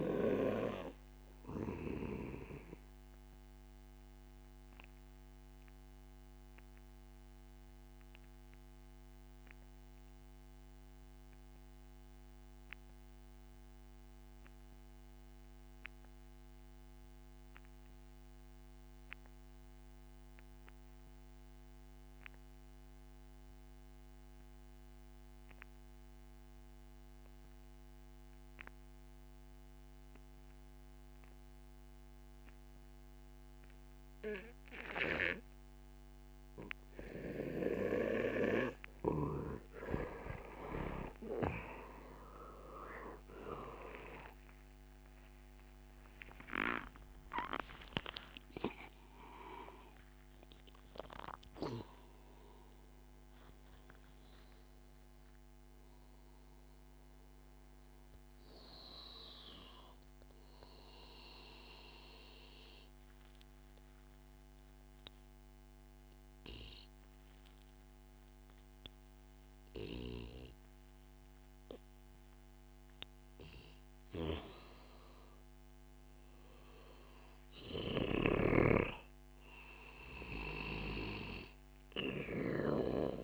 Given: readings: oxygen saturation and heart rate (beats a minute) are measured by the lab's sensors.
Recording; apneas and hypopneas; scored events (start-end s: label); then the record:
breathing in sleep by a microphone on the trachea; 2
0.00-3.50 s: oxygen desaturation (device-marked, oxygen 89% lowest)
3.50-38.00 s: obstructive apnea (oxygen 94% before, 89% lowest)
29.50-71.50 s: oxygen desaturation (device-marked, oxygen 97% before, 89% lowest)
43.50-48.00 s: arousal
61.00-73.50 s: obstructive apnea (oxygen 95% before, 89% lowest)
75.00-79.00 s: arousal
From the record:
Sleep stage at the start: REM sleep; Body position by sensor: on the back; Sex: male